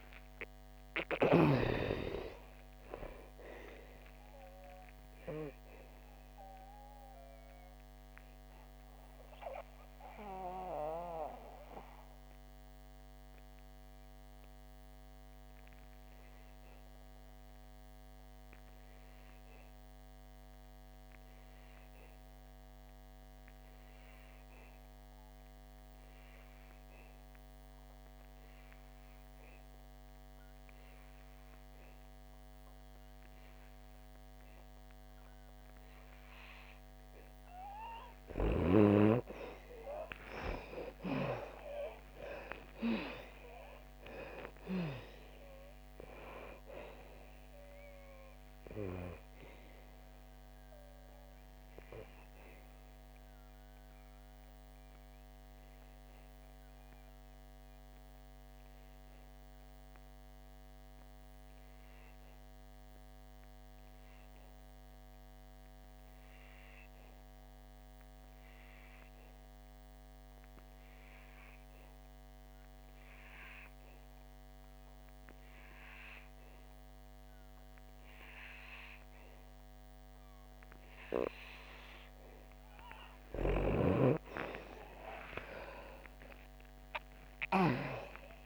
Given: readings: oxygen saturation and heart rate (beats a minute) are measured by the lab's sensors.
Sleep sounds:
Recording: breathing in sleep by a microphone on the trachea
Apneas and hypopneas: 2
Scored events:
0.00-2.00 s: arousal
0.00-28.50 s: oxygen desaturation (device-marked, oxygen 75% lowest, heart rate 26 extreme)
6.00-37.50 s: mixed apnea (oxygen 98% before, 75% lowest, heart rate 69 before, 50 extreme, up 7 after)
30.50-69.50 s: oxygen desaturation (device-marked, oxygen 98% before, 79% lowest, heart rate 59 before, 59 extreme)
39.50-42.50 s: arousal
53.50-83.00 s: obstructive apnea (oxygen 98% before, 78% lowest, heart rate 70 before, 59 extreme, up 39 after)
73.50-88.46 s: oxygen desaturation (device-marked, oxygen 98% before, 78% lowest, heart rate 72 before, 61 extreme)
85.00-88.46 s: arousal
From the record:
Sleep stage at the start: N2 (light sleep)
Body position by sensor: on the back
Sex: female

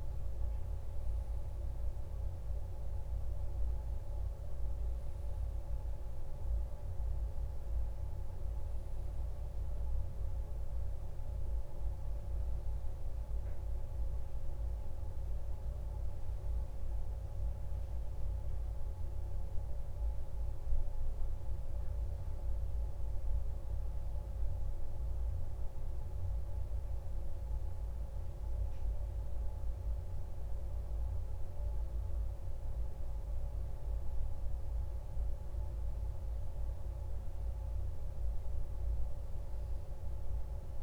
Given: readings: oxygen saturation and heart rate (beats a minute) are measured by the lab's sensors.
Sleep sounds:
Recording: breathing in sleep, hard to hear, by a room microphone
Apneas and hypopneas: none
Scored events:
none scored
From the record:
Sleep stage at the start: N2 (light sleep)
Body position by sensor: on the back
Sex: male

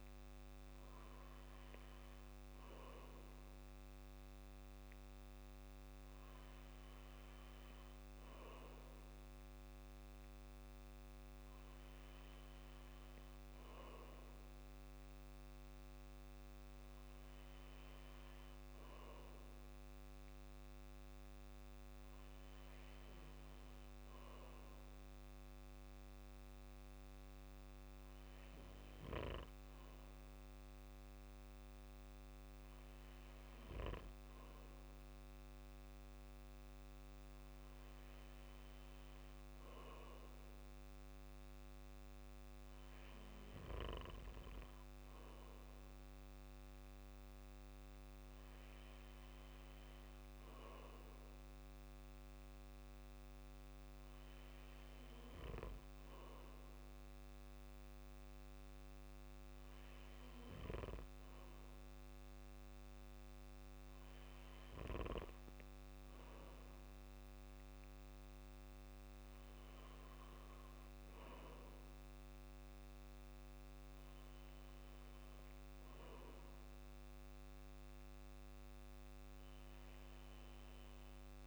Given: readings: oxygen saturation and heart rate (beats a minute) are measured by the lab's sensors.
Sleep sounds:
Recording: breathing in sleep, hard to hear, by a microphone on the trachea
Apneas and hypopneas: none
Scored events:
none scored
From the record:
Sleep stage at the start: N2 (light sleep)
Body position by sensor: on the back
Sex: male

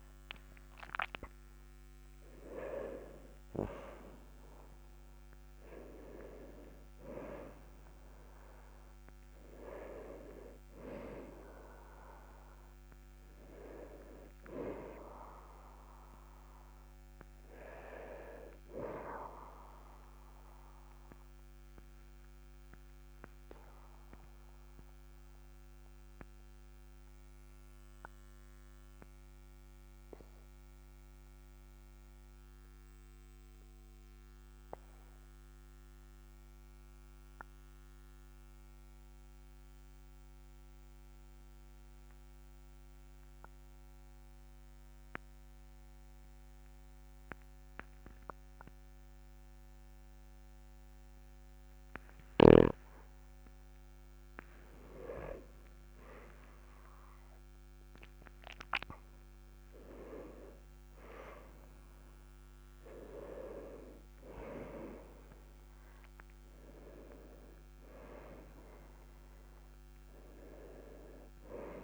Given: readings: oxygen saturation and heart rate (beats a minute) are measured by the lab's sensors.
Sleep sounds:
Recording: breathing in sleep by a microphone on the trachea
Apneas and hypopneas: 1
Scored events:
0.00-1.50 s: arousal
22.00-53.00 s: obstructive apnea (oxygen 98% before, 96% lowest, heart rate 49 before, 39 extreme, up 14 after)
56.00-60.00 s: arousal
From the record:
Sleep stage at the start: N2 (light sleep)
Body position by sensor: on the back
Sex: male

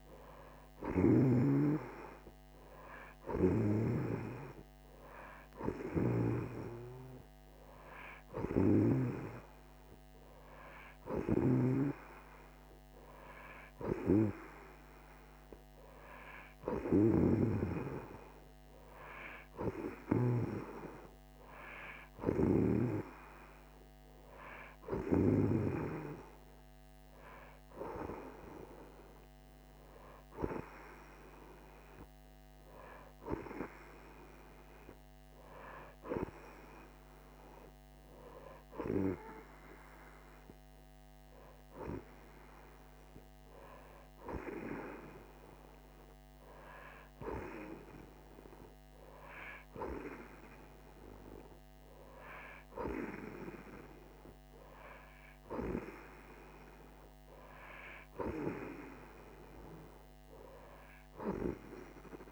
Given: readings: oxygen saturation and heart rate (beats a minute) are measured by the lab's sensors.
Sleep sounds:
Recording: breathing in sleep by a microphone on the trachea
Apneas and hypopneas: none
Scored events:
0.50-9.00 s: snoring (device-marked)
11.00-22.50 s: snoring (device-marked)
From the record:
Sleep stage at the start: N2 (light sleep)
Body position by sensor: on the right side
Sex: female

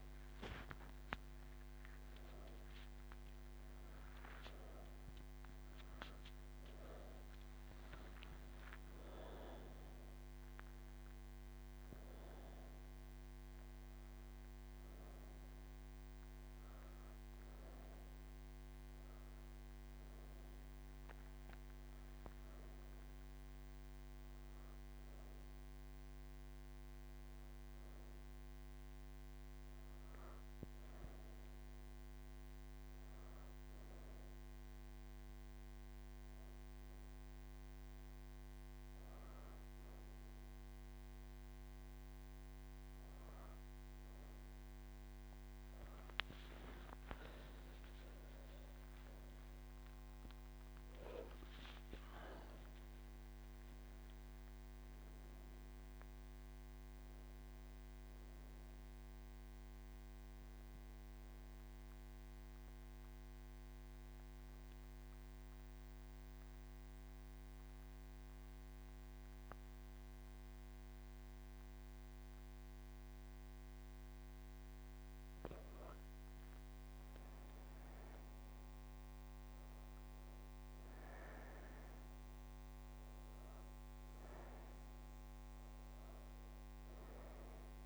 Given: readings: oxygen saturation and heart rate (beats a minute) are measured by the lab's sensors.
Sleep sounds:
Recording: breathing in sleep, hard to hear, by a microphone on the trachea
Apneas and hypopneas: 1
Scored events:
60.50-75.50 s: obstructive apnea (oxygen 98% before, 94% lowest)
From the record:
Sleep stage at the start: N3 (deep sleep)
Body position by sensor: on the right side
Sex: female

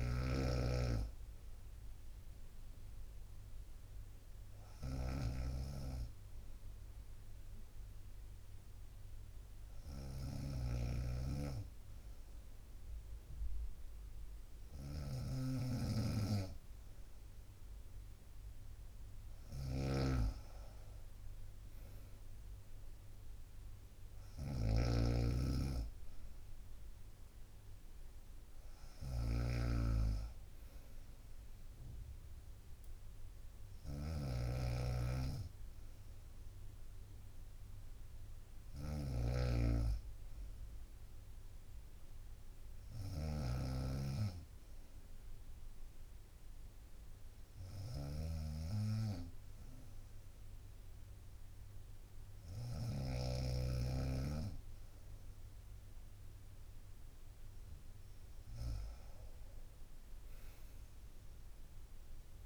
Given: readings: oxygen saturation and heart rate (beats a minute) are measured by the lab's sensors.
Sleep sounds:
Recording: breathing in sleep by a room microphone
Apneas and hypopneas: 1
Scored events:
0.00-53.00 s: snoring (device-marked)
36.00-39.50 s: arousal
45.00-57.50 s: obstructive apnea (oxygen 95% before, 93% lowest, heart rate 64 before, 63 extreme, up 2 after)
60.50-62.46 s: arousal
From the record:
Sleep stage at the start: N2 (light sleep)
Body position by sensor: on the right side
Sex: female

